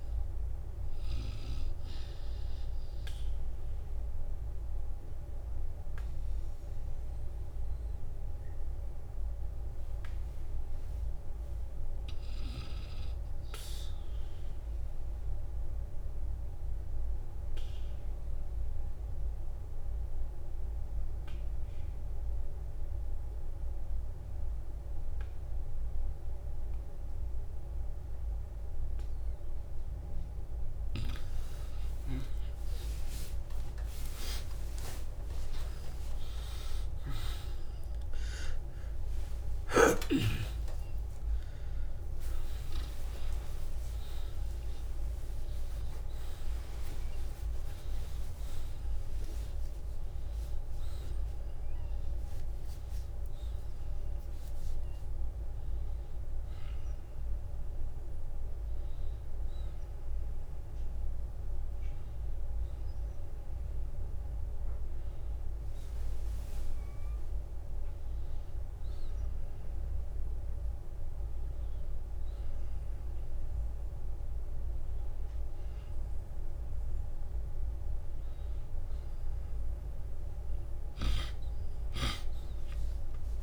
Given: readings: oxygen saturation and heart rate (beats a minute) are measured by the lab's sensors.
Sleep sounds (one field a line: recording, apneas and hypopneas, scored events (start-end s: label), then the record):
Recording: a person awake in a sleep study, hard to hear, by a room microphone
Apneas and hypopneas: 1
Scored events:
0.00-4.00 s: oxygen desaturation (device-marked, oxygen 90% lowest, heart rate 53 extreme)
6.00-26.00 s: oxygen desaturation (device-marked, oxygen 93% before, 85% lowest, heart rate 59 before, 48 extreme)
14.00-31.00 s: obstructive apnea (oxygen 95% before, 85% lowest, heart rate 60 before, 48 extreme, up 16 after)
30.00-83.43 s: new sleep stage, awake
35.00-37.00 s: long interval between heartbeats (device-marked, heart rate 56 before, 63 extreme)
37.00-54.00 s: oxygen desaturation (device-marked, oxygen 96% before, 91% lowest, heart rate 56 before, 50 extreme)
41.00-50.00 s: tachycardia (device-marked, heart rate 58 before, 159 extreme)
42.50-44.50 s: long interval between heartbeats (device-marked, heart rate 58 before, 86 extreme)
45.50-47.50 s: long interval between heartbeats (device-marked, heart rate 64 before, 139 extreme)
47.50-49.50 s: long interval between heartbeats (device-marked, heart rate 73 before, 157 extreme)
54.50-56.50 s: long interval between heartbeats (device-marked, heart rate 99 before, 89 extreme)
From the record:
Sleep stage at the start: N2 (light sleep)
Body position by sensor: on the back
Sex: male